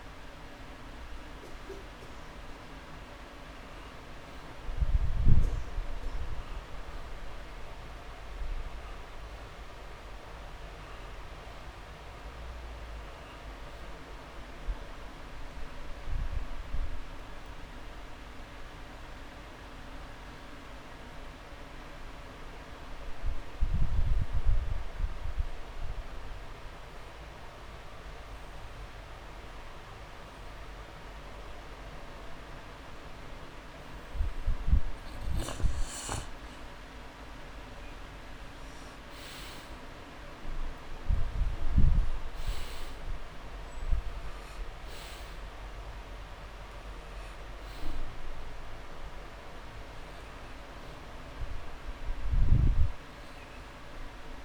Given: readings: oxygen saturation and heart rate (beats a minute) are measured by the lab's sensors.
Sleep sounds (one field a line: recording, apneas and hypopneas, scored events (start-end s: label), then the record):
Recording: breathing in sleep, hard to hear, by a room microphone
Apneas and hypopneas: 1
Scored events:
0.00-9.00 s: oxygen desaturation (device-marked, oxygen 91% lowest)
14.00-16.00 s: long interval between heartbeats (device-marked)
14.50-18.00 s: arousal
21.00-35.50 s: obstructive apnea (oxygen 98% before, 87% lowest)
38.50-42.00 s: arousal
39.00-54.45 s: oxygen desaturation (device-marked, oxygen 97% before, 87% lowest)
From the record:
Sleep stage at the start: N2 (light sleep)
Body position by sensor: on the back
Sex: male